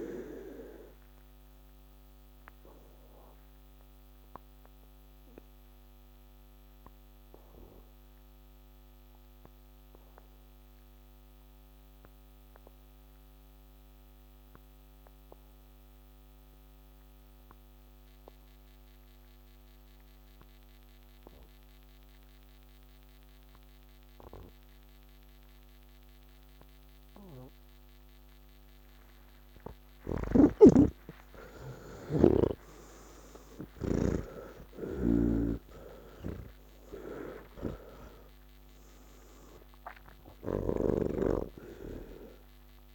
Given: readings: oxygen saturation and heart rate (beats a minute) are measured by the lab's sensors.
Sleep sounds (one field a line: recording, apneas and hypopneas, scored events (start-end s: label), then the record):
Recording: breathing in sleep by a microphone on the trachea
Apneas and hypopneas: 1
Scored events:
0.00-15.00 s: oxygen desaturation (device-marked, oxygen 80% lowest)
0.50-29.50 s: hypopnea (oxygen 99% before, 79% lowest, heart rate 122 before, 75 extreme, up 60 after)
24.00-42.95 s: oxygen desaturation (device-marked, oxygen 98% before, 81% lowest, heart rate 165 before, 58 extreme)
35.00-41.50 s: snoring (device-marked)
From the record:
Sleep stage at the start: N1 (lightest sleep)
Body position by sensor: on the back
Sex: male